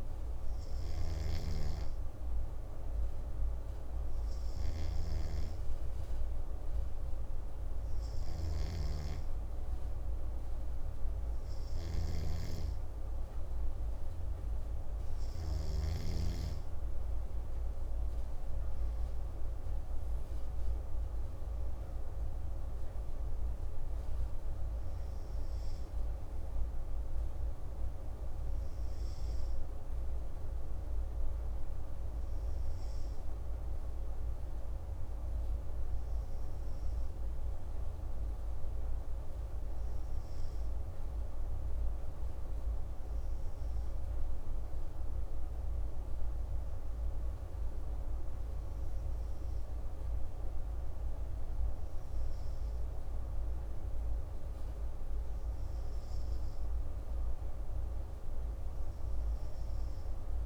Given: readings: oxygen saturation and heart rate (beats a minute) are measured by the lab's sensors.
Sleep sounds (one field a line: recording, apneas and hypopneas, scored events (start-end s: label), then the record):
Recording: breathing in sleep, hard to hear, by a room microphone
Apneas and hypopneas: none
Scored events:
0.50-15.50 s: snoring (device-marked)
From the record:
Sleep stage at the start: N2 (light sleep)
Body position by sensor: on the right side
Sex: male